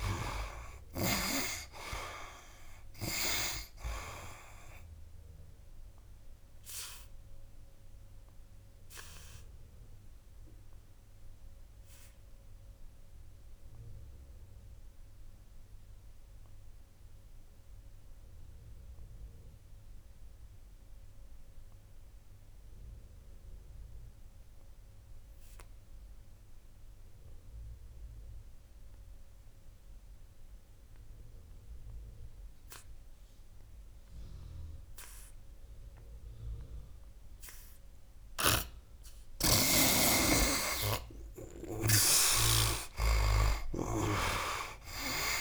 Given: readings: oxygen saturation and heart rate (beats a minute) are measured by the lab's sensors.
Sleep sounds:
breathing in sleep by a room microphone; 1
0.00-1.00 s: snoring (device-marked)
0.00-26.00 s: oxygen desaturation (device-marked, oxygen 73% lowest, heart rate 63 extreme)
5.50-37.50 s: obstructive apnea (oxygen 97% before, 71% lowest, heart rate 75 before, 63 extreme, up 14 after)
32.00-45.41 s: oxygen desaturation (device-marked, oxygen 97% before, 71% lowest, heart rate 66 before, 65 extreme)
38.00-41.50 s: snoring (device-marked)
40.50-44.50 s: arousal
43.50-45.41 s: snoring (device-marked)
From the record:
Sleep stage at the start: N2 (light sleep); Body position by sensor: on the right side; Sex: male

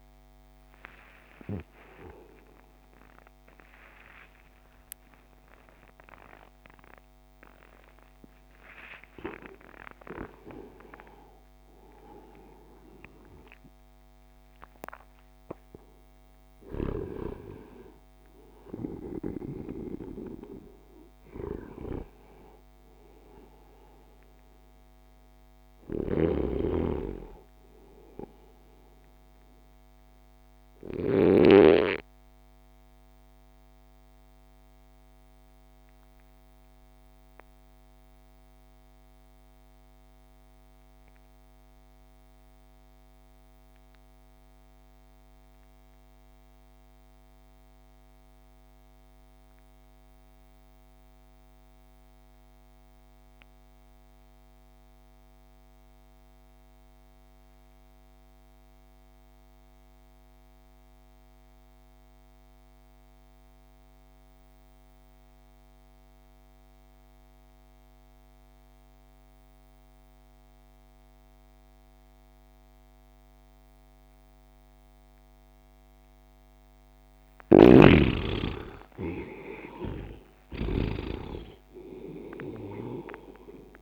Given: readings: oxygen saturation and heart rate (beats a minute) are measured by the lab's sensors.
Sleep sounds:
breathing in sleep by a microphone on the trachea; 1
0.00-13.50 s: oxygen desaturation (device-marked, oxygen 55% lowest)
3.50-8.50 s: arousal
26.00-31.50 s: snoring (device-marked)
33.00-76.00 s: obstructive apnea (oxygen 98% before, 64% lowest)
44.50-83.82 s: oxygen desaturation (device-marked, oxygen 98% before, 64% lowest)
77.50-83.82 s: snoring (device-marked)
78.00-81.00 s: arousal
From the record:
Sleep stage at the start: REM sleep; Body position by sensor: on the right side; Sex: male

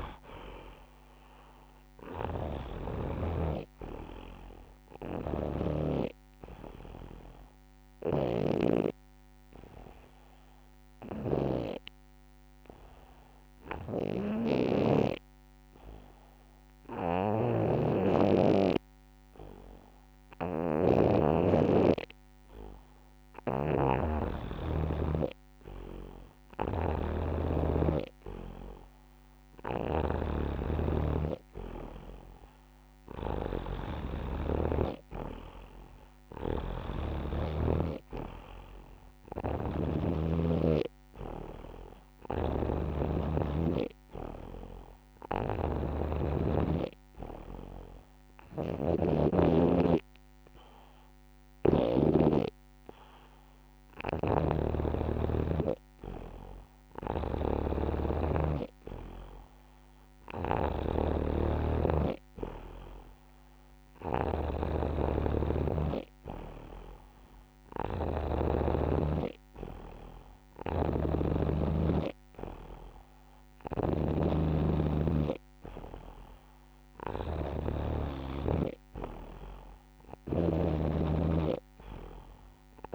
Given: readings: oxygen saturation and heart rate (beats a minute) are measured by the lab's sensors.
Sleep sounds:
breathing in sleep by a microphone on the trachea; 2
0.00-5.50 s: snoring (device-marked)
0.00-15.50 s: oxygen desaturation (device-marked, oxygen 86% lowest)
2.50-4.50 s: long interval between heartbeats (device-marked, heart rate 48 before, 39 extreme)
7.50-11.50 s: snoring (device-marked)
7.50-23.00 s: obstructive apnea (oxygen 98% before, 86% lowest, heart rate 43 before, 36 extreme, up 19 after)
10.50-12.50 s: long interval between heartbeats (device-marked, heart rate 39 before, 29 extreme)
13.50-15.50 s: long interval between heartbeats (device-marked, heart rate 35 before, 40 extreme)
13.50-23.50 s: snoring (device-marked)
18.00-20.00 s: long interval between heartbeats (device-marked, heart rate 35 before, 48 extreme)
25.00-28.00 s: arousal
27.00-29.00 s: long interval between heartbeats (device-marked, heart rate 37 before, 58 extreme)
27.50-54.50 s: oxygen desaturation (device-marked, oxygen 97% before, 89% lowest)
31.00-33.00 s: long interval between heartbeats (device-marked, heart rate 43 before, 52 extreme)
33.00-52.00 s: snoring (device-marked)
35.50-37.50 s: long interval between heartbeats (device-marked, heart rate 47 before, 36 extreme)
39.50-41.50 s: long interval between heartbeats (device-marked, heart rate 46 before, 50 extreme)
43.00-45.00 s: long interval between heartbeats (device-marked, heart rate 48 before, 58 extreme)
46.50-57.00 s: hypopnea (oxygen 97% before, 88% lowest)
56.50-58.50 s: long interval between heartbeats (device-marked, heart rate 56 before, 60 extreme)
56.50-64.00 s: snoring (device-marked)
58.50-61.50 s: arousal
61.00-63.00 s: long interval between heartbeats (device-marked, heart rate 60 before, 57 extreme)
66.50-77.50 s: oxygen desaturation (device-marked, oxygen 94% before, 90% lowest)
70.00-72.00 s: long interval between heartbeats (device-marked)
73.50-75.50 s: long interval between heartbeats (device-marked)
73.50-80.50 s: snoring (device-marked)
77.00-79.00 s: long interval between heartbeats (device-marked, heart rate 43 before, 44 extreme)
From the record:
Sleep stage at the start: N2 (light sleep); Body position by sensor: on the back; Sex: male

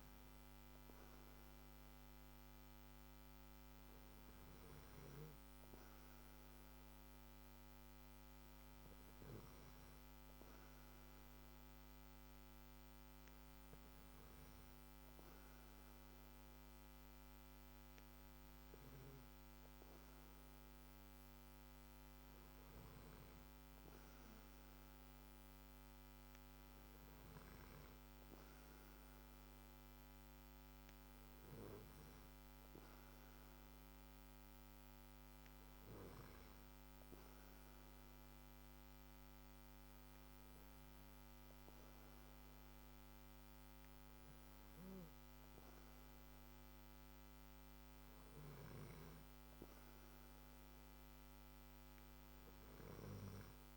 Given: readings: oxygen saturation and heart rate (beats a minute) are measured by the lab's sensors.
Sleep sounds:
breathing in sleep, hard to hear, by a microphone on the trachea; none
none scored
From the record:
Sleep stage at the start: N2 (light sleep); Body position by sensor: on the back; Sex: male

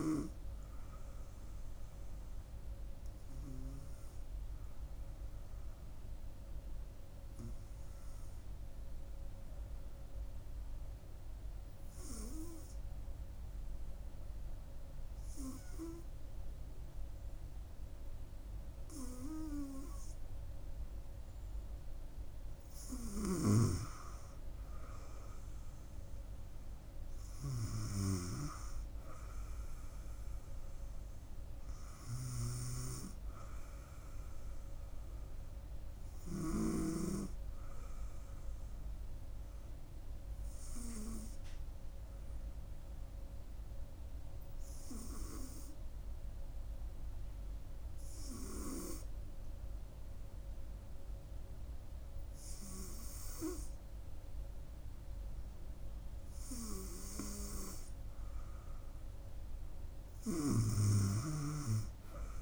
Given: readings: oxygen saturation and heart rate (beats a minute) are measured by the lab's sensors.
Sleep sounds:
breathing in sleep by a room microphone; 2
0.00-13.50 s: oxygen desaturation (device-marked, oxygen 93% lowest, heart rate 68 extreme)
6.50-22.50 s: hypopnea (oxygen 98% before, 93% lowest, heart rate 70 before, 67 extreme, up 3 after)
26.00-30.00 s: arousal
38.50-56.50 s: hypopnea (oxygen 98% before, 94% lowest, heart rate 69 before, 67 extreme, up 3 after)
59.00-62.42 s: arousal
From the record:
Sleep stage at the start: N2 (light sleep); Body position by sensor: on the front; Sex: female

